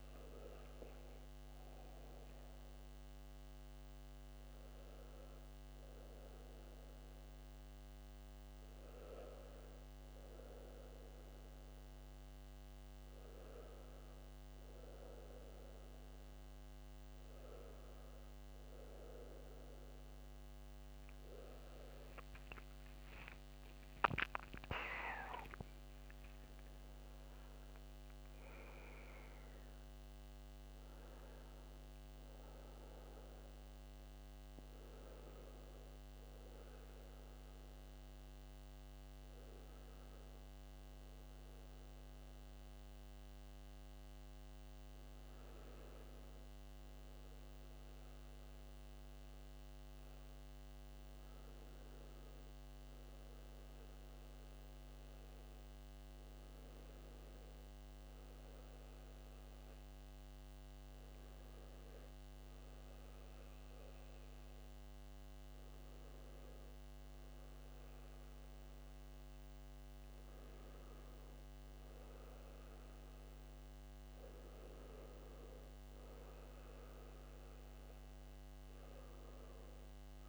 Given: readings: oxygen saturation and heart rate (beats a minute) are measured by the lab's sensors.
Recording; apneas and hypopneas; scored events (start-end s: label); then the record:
breathing in sleep, hard to hear, by a microphone on the trachea; none
21.00-25.00 s: arousal
From the record:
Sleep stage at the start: N2 (light sleep); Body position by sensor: on the back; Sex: male